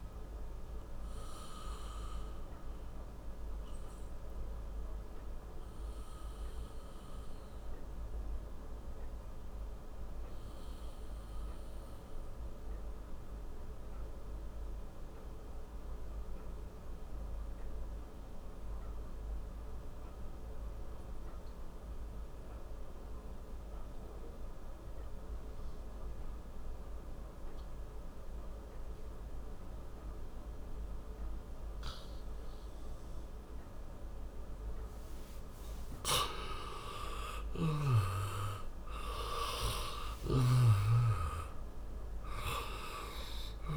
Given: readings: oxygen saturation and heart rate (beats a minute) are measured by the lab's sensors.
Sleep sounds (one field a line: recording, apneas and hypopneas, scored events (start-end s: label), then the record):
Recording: breathing in sleep by a room microphone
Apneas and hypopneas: 1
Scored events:
0.00-17.00 s: oxygen desaturation (device-marked, oxygen 95% before, 87% lowest, heart rate 66 before, 58 extreme)
0.50-32.00 s: obstructive apnea (oxygen 97% before, 85% lowest, heart rate 66 before, 48 extreme, up 8 after)
36.50-42.00 s: arousal
From the record:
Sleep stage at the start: N2 (light sleep)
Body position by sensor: on the back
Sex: male